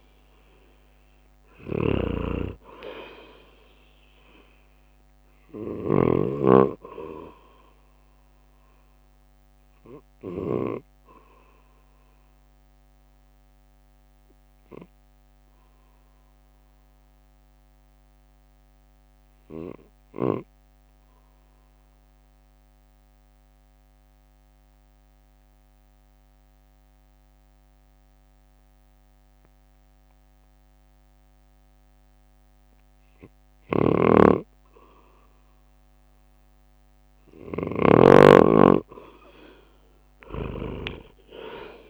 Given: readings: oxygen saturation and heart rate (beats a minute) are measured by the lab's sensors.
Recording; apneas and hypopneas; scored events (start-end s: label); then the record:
breathing in sleep by a microphone on the trachea; 1
0.00-12.50 s: drop in pulse transit time (device-marked, heart rate 55 extreme)
0.00-17.50 s: oxygen desaturation (device-marked, oxygen 95% lowest, heart rate 52 extreme)
9.00-35.00 s: obstructive apnea (oxygen 99% before, 93% lowest, heart rate 58 before, 52 extreme, up 10 after)
33.00-37.50 s: snoring (device-marked)
38.50-41.89 s: arousal
39.50-41.89 s: drop in pulse transit time (device-marked, heart rate 54 before, 56 extreme)
From the record:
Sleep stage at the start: N2 (light sleep); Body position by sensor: on the right side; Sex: male